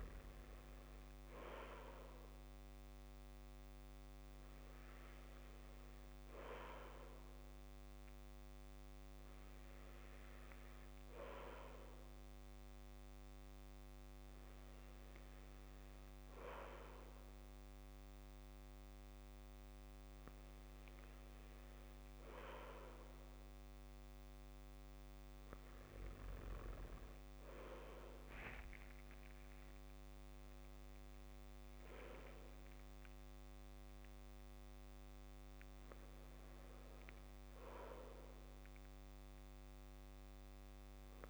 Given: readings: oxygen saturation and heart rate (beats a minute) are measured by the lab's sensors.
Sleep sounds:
breathing in sleep by a microphone on the trachea; none
none scored
From the record:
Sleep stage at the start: N2 (light sleep); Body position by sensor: on the back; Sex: male

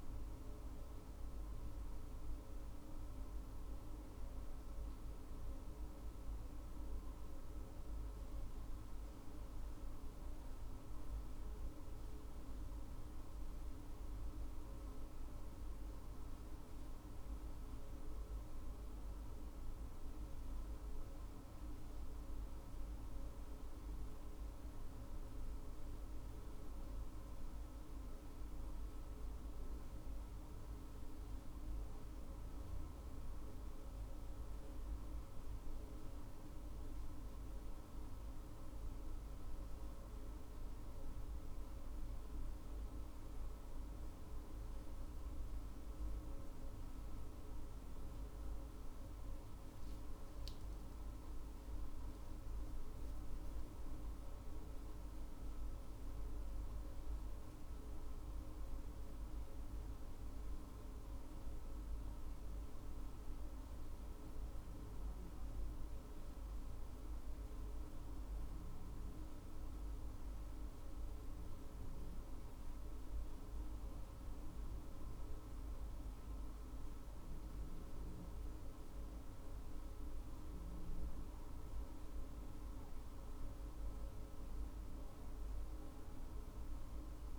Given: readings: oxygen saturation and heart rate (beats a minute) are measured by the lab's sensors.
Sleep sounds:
a person awake in a sleep study, hard to hear, by a room microphone; none
none scored
From the record:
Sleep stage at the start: awake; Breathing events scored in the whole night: 100 in 5.5 hours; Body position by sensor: on the back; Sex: female

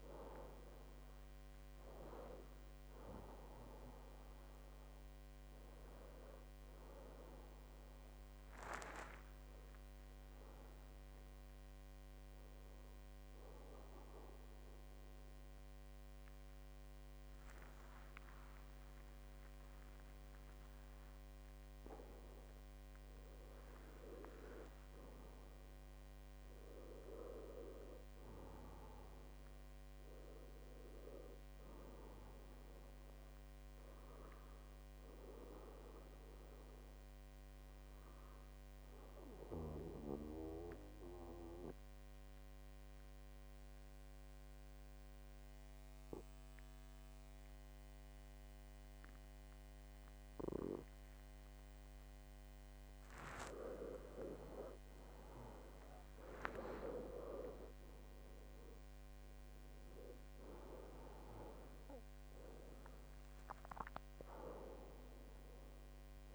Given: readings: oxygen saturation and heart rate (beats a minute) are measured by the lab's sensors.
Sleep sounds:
breathing in sleep by a microphone on the trachea; 2
0.00-20.50 s: oxygen desaturation (device-marked, oxygen 89% lowest, heart rate 63 extreme)
7.50-11.00 s: arousal
13.50-23.50 s: obstructive apnea (oxygen 97% before, 89% lowest, heart rate 76 before, 63 extreme, up 3 after)
18.00-20.00 s: long interval between heartbeats (device-marked, heart rate 75 before, 71 extreme)
25.50-28.50 s: arousal
28.50-30.50 s: long interval between heartbeats (device-marked, heart rate 72 before, 70 extreme)
38.50-52.00 s: obstructive apnea (oxygen 99% before, 94% lowest, heart rate 70 before, 64 extreme, up 14 after)
53.50-57.00 s: arousal
From the record:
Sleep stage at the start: N2 (light sleep); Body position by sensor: on the back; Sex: male

